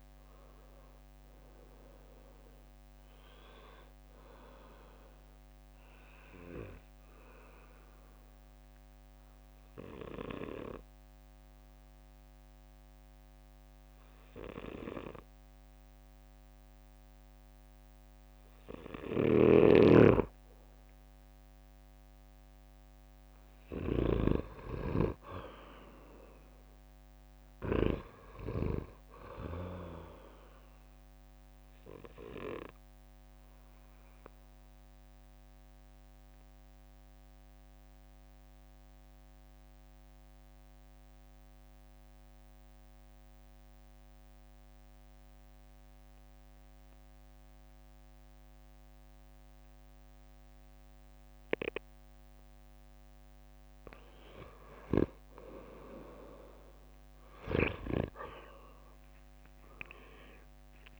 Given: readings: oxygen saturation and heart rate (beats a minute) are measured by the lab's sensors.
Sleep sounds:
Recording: breathing in sleep by a microphone on the trachea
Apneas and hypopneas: 2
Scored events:
0.00-7.50 s: drop in pulse transit time (device-marked, heart rate 63 extreme)
0.00-18.50 s: oxygen desaturation (device-marked, oxygen 86% lowest, heart rate 53 extreme)
5.00-23.00 s: obstructive apnea (oxygen 98% before, 86% lowest, heart rate 66 before, 53 extreme, up 10 after)
25.00-28.50 s: arousal
29.50-42.50 s: oxygen desaturation (device-marked, oxygen 98% before, 94% lowest, heart rate 59 before, 56 extreme)
33.50-52.50 s: obstructive apnea (oxygen 98% before, 87% lowest, heart rate 61 before, 51 extreme, up 13 after)
55.50-61.00 s: oxygen desaturation (device-marked, oxygen 97% before, 87% lowest, heart rate 59 before, 51 extreme)
58.50-61.00 s: drop in pulse transit time (device-marked, heart rate 59 before, 58 extreme)
59.50-61.00 s: arousal
From the record:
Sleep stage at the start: N2 (light sleep)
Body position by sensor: on the back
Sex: male

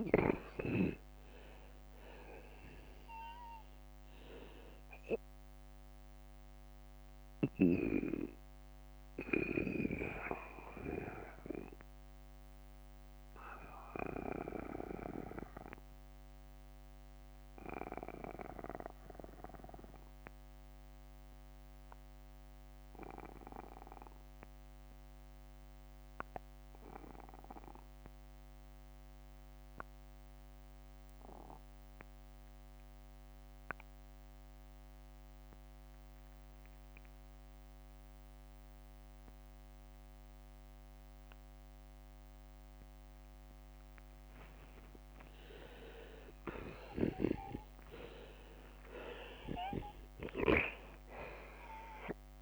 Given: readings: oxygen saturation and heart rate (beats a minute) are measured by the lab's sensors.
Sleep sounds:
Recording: breathing in sleep by a microphone on the trachea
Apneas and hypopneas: 1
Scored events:
3.00-5.00 s: long interval between heartbeats (device-marked, heart rate 61 before, 55 extreme)
6.00-27.00 s: oxygen desaturation (device-marked, oxygen 94% before, 88% lowest, heart rate 62 before, 40 extreme)
6.00-43.00 s: obstructive apnea (oxygen 95% before, 82% lowest, heart rate 62 before, 40 extreme, up 15 after)
13.50-15.50 s: long interval between heartbeats (device-marked, heart rate 60 before, 61 extreme)
30.50-32.50 s: long interval between heartbeats (device-marked, heart rate 55 before, 52 extreme)
42.00-52.42 s: oxygen desaturation (device-marked, oxygen 96% before, 93% lowest, heart rate 48 before, 50 extreme)
44.00-47.50 s: arousal
45.00-52.42 s: new sleep stage, N1 (lightest sleep)
From the record:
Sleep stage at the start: N2 (light sleep)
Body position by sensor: on the back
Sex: male

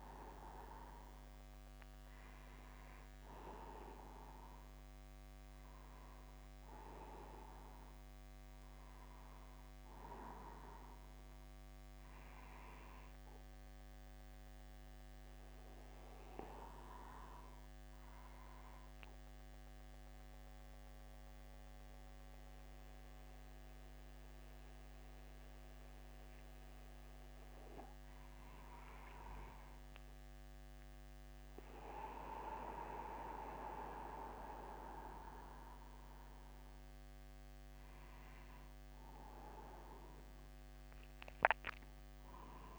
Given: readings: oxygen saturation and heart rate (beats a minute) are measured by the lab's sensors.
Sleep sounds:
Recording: a person awake in a sleep study, by a microphone on the trachea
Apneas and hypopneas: none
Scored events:
none scored
From the record:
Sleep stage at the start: awake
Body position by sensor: upright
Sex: male

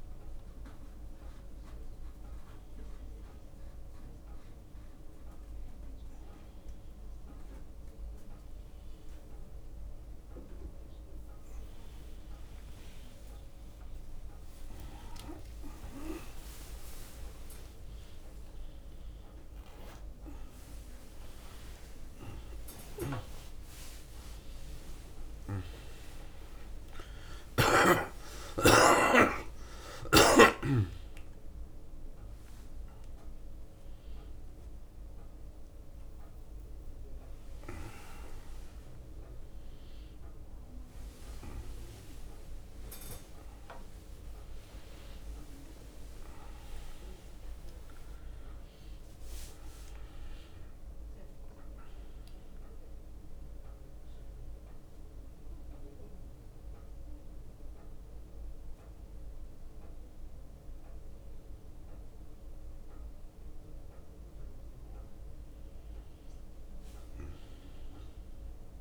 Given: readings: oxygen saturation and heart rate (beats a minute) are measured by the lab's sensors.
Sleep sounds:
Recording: a person awake in a sleep study, by a room microphone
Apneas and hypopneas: none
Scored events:
9.50 s: drop in pulse transit time (device-marked)
9.50-11.50 s: long interval between heartbeats (device-marked, heart rate 75 before, 82 extreme)
10.50-21.50 s: tachycardia (device-marked, heart rate 72 before, 158 extreme)
13.50-15.50 s: long interval between heartbeats (device-marked, heart rate 77 before, 110 extreme)
17.00-19.00 s: long interval between heartbeats (device-marked, heart rate 83 before, 147 extreme)
21.50-23.50 s: long interval between heartbeats (device-marked, heart rate 100 before, 109 extreme)
24.50-33.50 s: drop in pulse transit time (device-marked, heart rate 106 before, 84 extreme)
28.00-30.00 s: long interval between heartbeats (device-marked, heart rate 109 before, 94 extreme)
41.50-43.50 s: long interval between heartbeats (device-marked, heart rate 87 before, 87 extreme)
41.50-49.50 s: tachycardia (device-marked, heart rate 74 before, 170 extreme)
45.50-47.50 s: long interval between heartbeats (device-marked, heart rate 85 before, 147 extreme)
48.00-50.00 s: long interval between heartbeats (device-marked, heart rate 91 before, 160 extreme)
48.50-57.50 s: drop in pulse transit time (device-marked, heart rate 95 before, 69 extreme)
50.50-60.50 s: leg movement (device-marked)
66.00-68.00 s: leg movement (device-marked)
From the record:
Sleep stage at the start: awake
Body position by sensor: on the back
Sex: male

